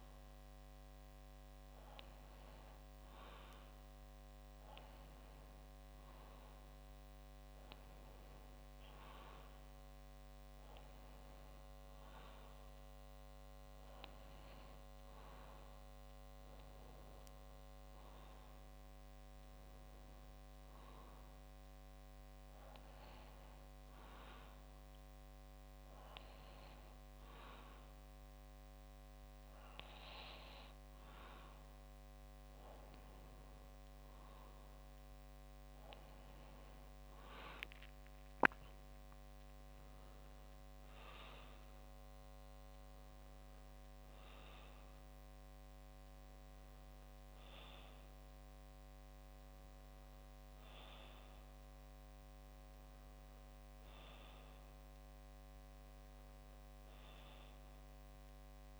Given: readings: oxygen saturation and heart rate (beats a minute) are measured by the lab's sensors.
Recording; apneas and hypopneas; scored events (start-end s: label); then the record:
breathing in sleep, hard to hear, by a microphone on the trachea; none
none scored
From the record:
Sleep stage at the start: N2 (light sleep); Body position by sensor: on the back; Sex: male